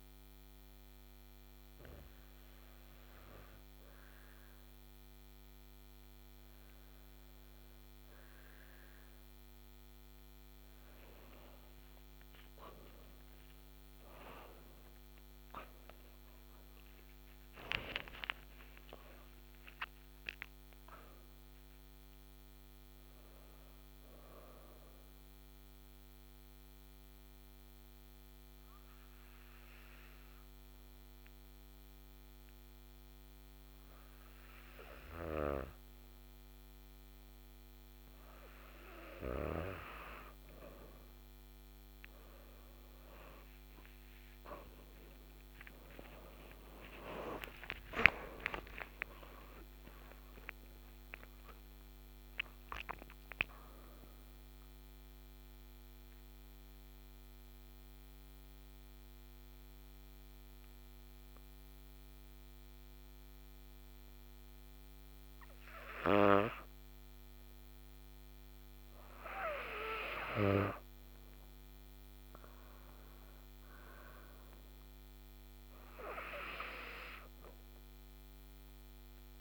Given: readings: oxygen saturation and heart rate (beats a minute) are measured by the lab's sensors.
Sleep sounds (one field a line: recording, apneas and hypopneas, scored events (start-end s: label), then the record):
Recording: breathing in sleep by a microphone on the trachea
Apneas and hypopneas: 2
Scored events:
13.50-19.00 s: arousal
24.50-37.50 s: hypopnea (oxygen 98% before, 93% lowest, heart rate 49 before, 43 extreme)
45.50-50.50 s: arousal
46.50-61.50 s: oxygen desaturation (device-marked, oxygen 98% before, 94% lowest, heart rate 92 before, 122 extreme)
54.50-65.50 s: obstructive apnea (oxygen 98% before, 93% lowest, heart rate 140 before, 122 extreme, up 38 after)
72.50-77.00 s: arousal
From the record:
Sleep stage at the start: N2 (light sleep)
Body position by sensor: on the back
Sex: female